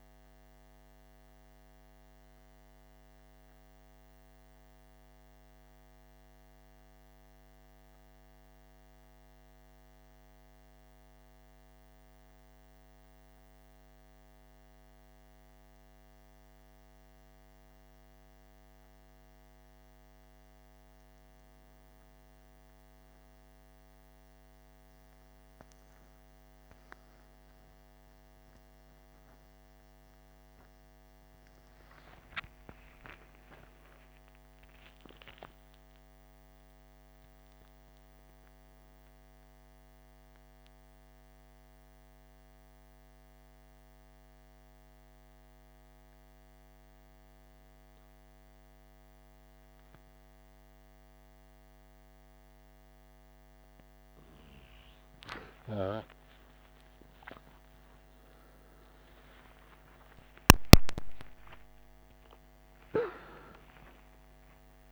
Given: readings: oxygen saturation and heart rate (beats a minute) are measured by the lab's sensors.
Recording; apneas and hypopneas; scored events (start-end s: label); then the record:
breathing in sleep by a microphone on the trachea; 2
4.00-20.00 s: hypopnea (oxygen 96% before, 92% lowest, heart rate 60 before, 54 extreme, up 25 after)
28.50-35.00 s: arousal
40.50-55.50 s: mixed apnea (oxygen 97% before, 92% lowest, heart rate 82 before, 52 extreme)
61.00-64.92 s: oxygen desaturation (device-marked, oxygen 97% before, 92% lowest, heart rate 60 before, 38 extreme)
From the record:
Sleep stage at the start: N2 (light sleep); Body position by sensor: on the back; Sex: male